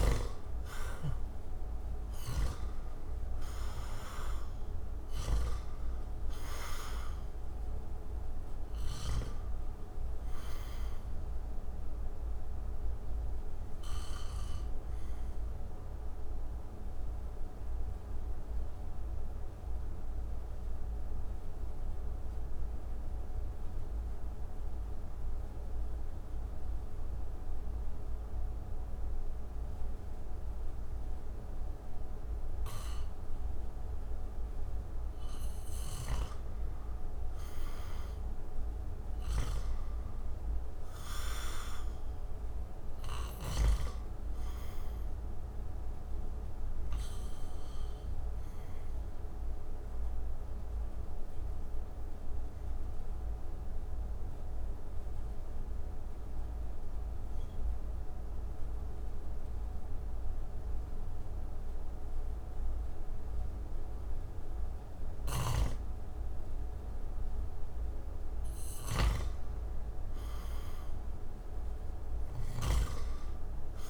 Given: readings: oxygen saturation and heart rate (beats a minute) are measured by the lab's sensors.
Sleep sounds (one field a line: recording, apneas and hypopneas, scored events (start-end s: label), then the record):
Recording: breathing in sleep by a room microphone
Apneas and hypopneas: 2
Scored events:
0.00-2.50 s: arousal
2.50-26.50 s: oxygen desaturation (device-marked, oxygen 96% before, 86% lowest)
17.00-35.50 s: obstructive apnea (oxygen 96% before, 86% lowest)
39.00-42.00 s: arousal
48.50-64.50 s: oxygen desaturation (device-marked, oxygen 96% before, 88% lowest)
49.50-68.00 s: obstructive apnea (oxygen 97% before, 87% lowest)
64.50-72.00 s: snoring (device-marked)
71.00-73.89 s: arousal
From the record:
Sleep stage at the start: N2 (light sleep)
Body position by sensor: on the back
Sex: male